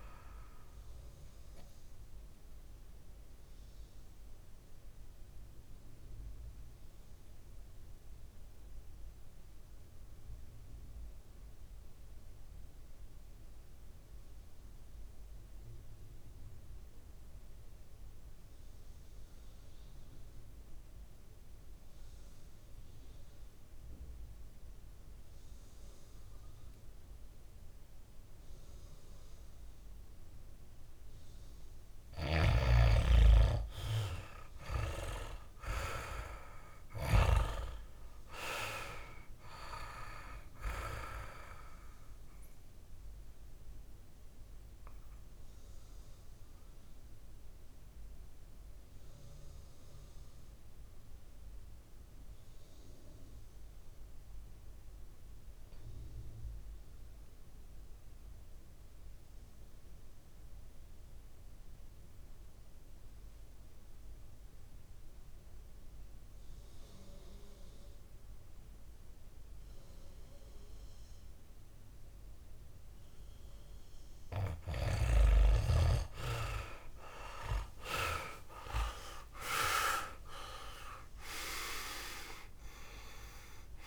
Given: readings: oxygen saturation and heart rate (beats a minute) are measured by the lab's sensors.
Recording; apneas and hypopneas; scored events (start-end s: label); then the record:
breathing in sleep by a room microphone; 2
0.00-17.00 s: oxygen desaturation (device-marked, oxygen 87% lowest, heart rate 55 extreme)
2.50-30.50 s: obstructive apnea (oxygen 100% before, 87% lowest, heart rate 62 before, 55 extreme, up 4 after)
28.00-59.00 s: oxygen desaturation (device-marked, oxygen 100% before, 87% lowest, heart rate 59 before, 56 extreme)
33.50-36.50 s: arousal
43.50-73.50 s: obstructive apnea (oxygen 100% before, 87% lowest, heart rate 63 before, 54 extreme, up 30 after)
72.00-83.87 s: oxygen desaturation (device-marked, oxygen 99% before, 88% lowest, heart rate 59 before, 54 extreme)
77.00-81.50 s: arousal
From the record:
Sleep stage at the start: N2 (light sleep); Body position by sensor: on the back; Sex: male